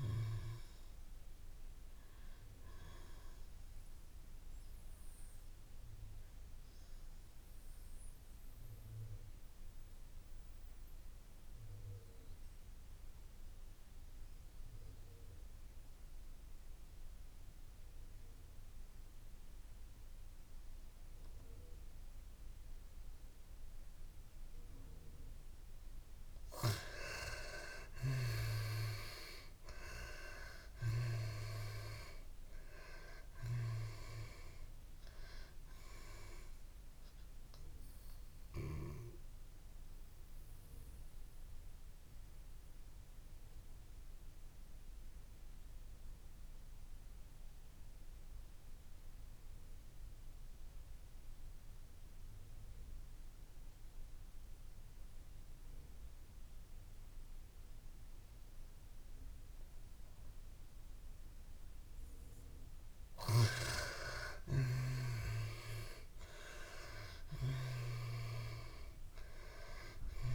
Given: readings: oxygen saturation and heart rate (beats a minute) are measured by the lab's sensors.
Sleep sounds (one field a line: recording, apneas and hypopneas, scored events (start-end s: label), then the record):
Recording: breathing in sleep by a room microphone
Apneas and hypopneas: 2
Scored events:
0.00-12.00 s: oxygen desaturation (device-marked, oxygen 79% lowest, heart rate 28 extreme)
5.50-25.00 s: mixed apnea (oxygen 95% before, 77% lowest, heart rate 78 before, 48 extreme)
25.00-54.00 s: oxygen desaturation (device-marked, oxygen 98% before, 79% lowest, heart rate 68 before, 68 extreme)
26.50-30.00 s: arousal
36.50-63.00 s: mixed apnea (oxygen 98% before, 77% lowest, heart rate 97 before, 68 extreme, up 49 after)
56.00-70.35 s: oxygen desaturation (device-marked, oxygen 98% before, 77% lowest, heart rate 114 before, 70 extreme)
64.50-68.00 s: arousal
From the record:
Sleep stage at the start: N2 (light sleep)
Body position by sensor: on the back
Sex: female